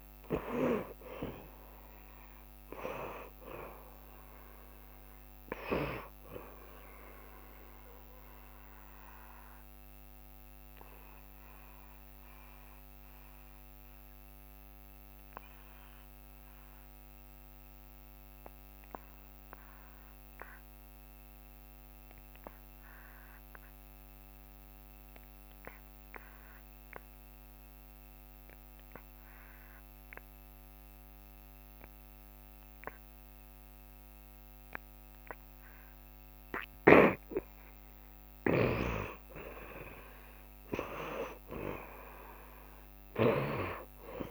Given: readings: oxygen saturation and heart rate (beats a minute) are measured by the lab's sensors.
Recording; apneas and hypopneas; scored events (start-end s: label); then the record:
breathing in sleep by a microphone on the trachea; 1
0.00-1.50 s: arousal
0.00-23.50 s: oxygen desaturation (device-marked, oxygen 58% lowest, heart rate 73 extreme)
9.00-36.50 s: obstructive apnea (oxygen 63% before, 58% lowest, heart rate 79 before, 73 extreme, up 2 after)
25.50-44.31 s: oxygen desaturation (device-marked, oxygen 91% before, 63% lowest, heart rate 76 before, 72 extreme)
38.50-43.00 s: arousal
From the record:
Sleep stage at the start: N2 (light sleep); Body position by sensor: on the back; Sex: male